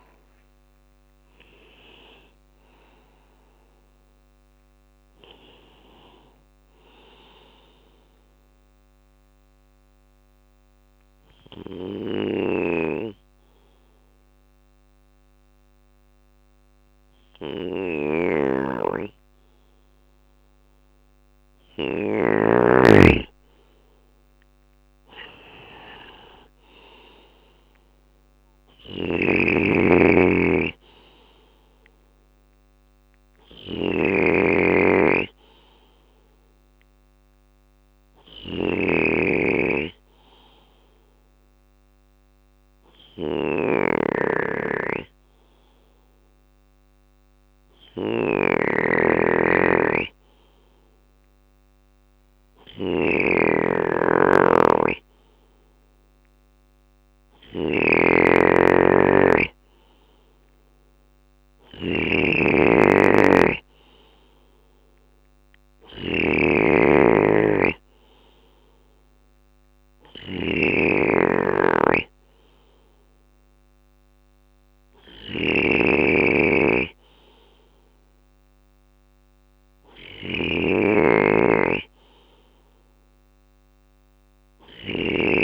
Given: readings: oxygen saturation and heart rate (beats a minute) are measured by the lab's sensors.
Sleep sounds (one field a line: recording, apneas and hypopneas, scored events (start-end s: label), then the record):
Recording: breathing in sleep by a microphone on the trachea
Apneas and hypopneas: 2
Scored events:
0.00-11.00 s: drop in pulse transit time (device-marked)
8.00-21.50 s: obstructive apnea (oxygen 97% before, 93% lowest, heart rate 42 before, 56 extreme, up 3 after)
11.00-25.00 s: bradycardia (device-marked, heart rate 52 before, 56 extreme)
11.50-21.50 s: snoring (device-marked)
23.50-27.50 s: arousal
26.00-57.00 s: bradycardia (device-marked, heart rate 52 before, 56 extreme)
28.00-85.44 s: snoring (device-marked)
31.00-45.00 s: oxygen desaturation (device-marked, oxygen 99% before, 93% lowest, heart rate 58 before, 58 extreme)
40.00-56.00 s: obstructive apnea (oxygen 99% before, 93% lowest, heart rate 57 before, 58 extreme, up 3 after)
58.50-63.00 s: arousal
60.00-70.00 s: drop in pulse transit time (device-marked, heart rate 58 before, 60 extreme)
70.00-76.00 s: bradycardia (device-marked, heart rate 52 before, 59 extreme)
From the record:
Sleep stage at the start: N2 (light sleep)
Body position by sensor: on the left side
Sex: male